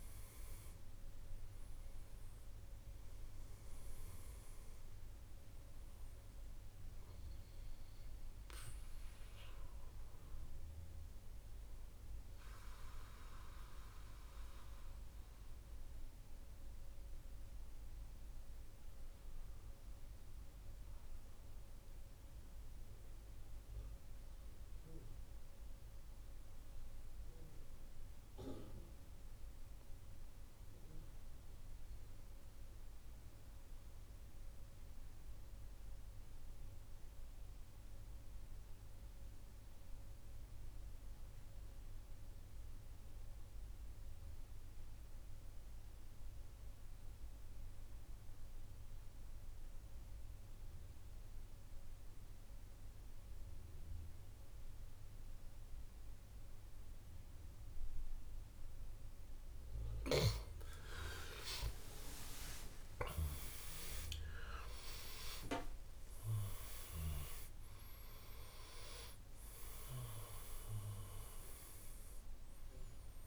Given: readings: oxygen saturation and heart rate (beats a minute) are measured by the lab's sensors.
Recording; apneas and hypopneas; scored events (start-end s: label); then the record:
breathing in sleep by a room microphone; 1
0.00-12.00 s: oxygen desaturation (device-marked, oxygen 91% lowest, heart rate 59 extreme)
21.50-60.00 s: mixed apnea (oxygen 98% before, 88% lowest, heart rate 65 before, 59 extreme, up 30 after)
42.00-68.00 s: oxygen desaturation (device-marked, oxygen 97% before, 90% lowest, heart rate 62 before, 64 extreme)
61.00-66.00 s: arousal
From the record:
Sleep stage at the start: N2 (light sleep); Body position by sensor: on the back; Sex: male